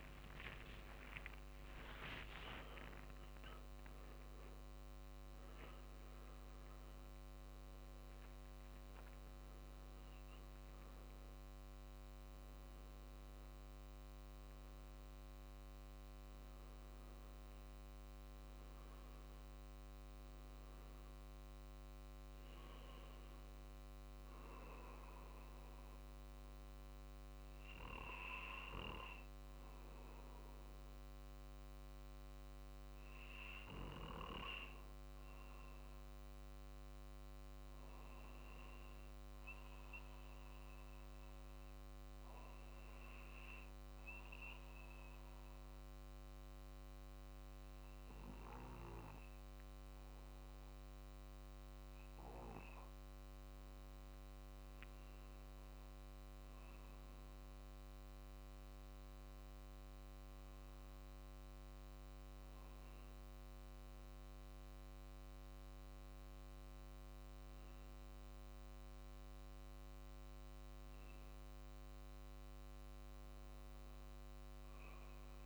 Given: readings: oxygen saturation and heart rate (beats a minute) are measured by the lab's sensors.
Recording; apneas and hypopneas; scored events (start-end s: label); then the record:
breathing in sleep by a microphone on the trachea; 1
0.00-7.50 s: oxygen desaturation (device-marked, oxygen 92% lowest, heart rate 48 extreme)
0.00-24.50 s: drop in pulse transit time (device-marked, heart rate 50 extreme)
1.00-3.00 s: long interval between heartbeats (device-marked, heart rate 49 before, 64 extreme)
7.50-37.50 s: new sleep stage, N1 (lightest sleep)
32.50-50.50 s: oxygen desaturation (device-marked, oxygen 93% before, 86% lowest, heart rate 51 before, 49 extreme)
37.50-75.45 s: new sleep stage, N2 (light sleep)
41.50-53.50 s: obstructive apnea (oxygen 94% before, 86% lowest, heart rate 49 before, 49 extreme, up 1 after)
55.00-59.00 s: arousal
From the record:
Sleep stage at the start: N2 (light sleep); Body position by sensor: on the back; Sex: male